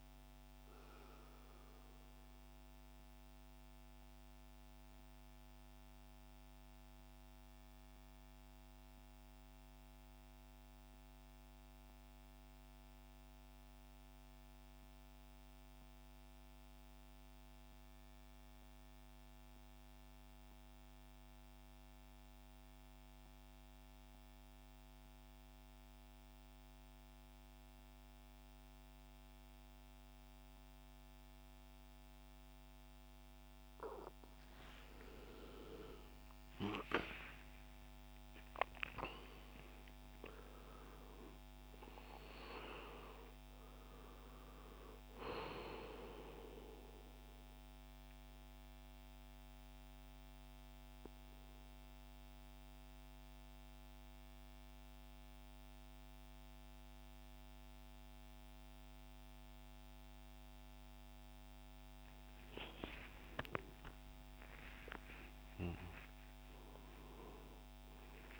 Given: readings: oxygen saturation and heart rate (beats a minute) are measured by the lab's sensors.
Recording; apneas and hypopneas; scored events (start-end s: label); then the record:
breathing in sleep by a microphone on the trachea; 2
0.00-7.00 s: oxygen desaturation (device-marked, oxygen 84% lowest, heart rate 61 extreme)
3.00-34.00 s: mixed apnea (oxygen 95% before, 84% lowest, heart rate 72 before, 55 extreme, up 10 after)
31.00-63.00 s: oxygen desaturation (device-marked, oxygen 98% before, 92% lowest, heart rate 64 before, 55 extreme)
35.50-40.50 s: arousal
47.00-62.50 s: central apnea (oxygen 99% before, 87% lowest, heart rate 68 before, 55 extreme, up 19 after)
63.00-68.00 s: arousal
From the record:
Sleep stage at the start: N2 (light sleep); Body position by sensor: on the back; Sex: male